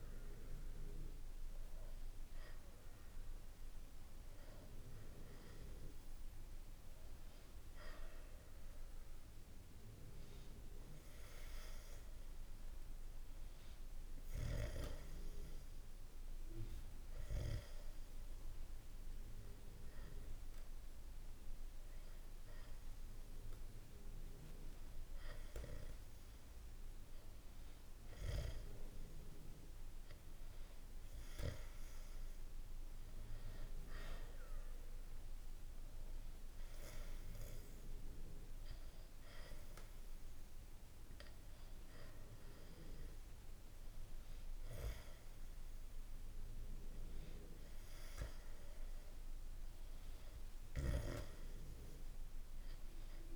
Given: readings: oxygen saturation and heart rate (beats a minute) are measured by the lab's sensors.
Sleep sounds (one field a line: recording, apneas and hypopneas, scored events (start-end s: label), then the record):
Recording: breathing in sleep by a room microphone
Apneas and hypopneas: none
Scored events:
11.50-53.36 s: new sleep stage, REM sleep
From the record:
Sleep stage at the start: N2 (light sleep)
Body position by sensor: on the back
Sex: male